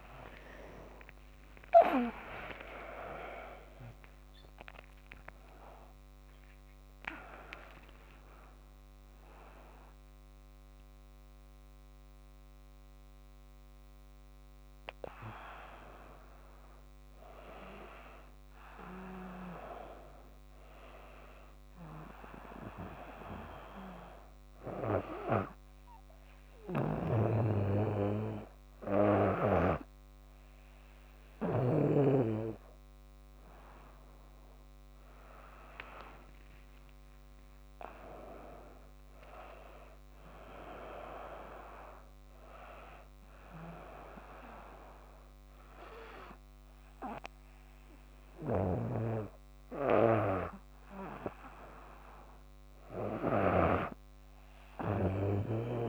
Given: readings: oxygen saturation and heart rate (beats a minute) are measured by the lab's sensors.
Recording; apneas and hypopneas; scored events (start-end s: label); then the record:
breathing in sleep by a microphone on the trachea; none
0.00-2.00 s: arousal
26.00-29.50 s: snoring (device-marked)
35.00-39.00 s: arousal
48.00-55.89 s: snoring (device-marked)
From the record:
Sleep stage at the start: N1 (lightest sleep); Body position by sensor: on the back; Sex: female